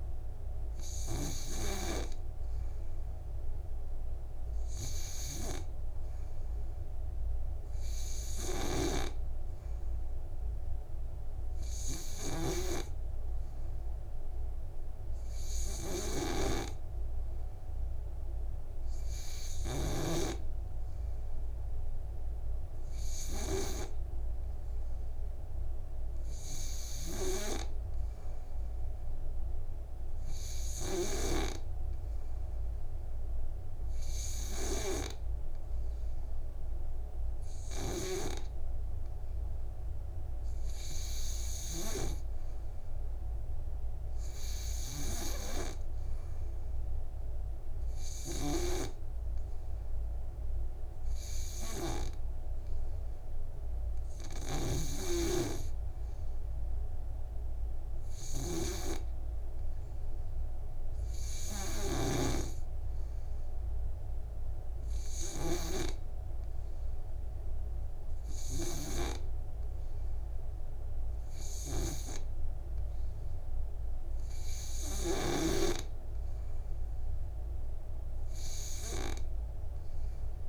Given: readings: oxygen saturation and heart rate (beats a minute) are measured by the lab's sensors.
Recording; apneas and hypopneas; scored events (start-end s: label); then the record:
breathing in sleep by a room microphone; none
9.00-20.50 s: snoring (device-marked)
From the record:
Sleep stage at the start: N3 (deep sleep); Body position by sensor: on the back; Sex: male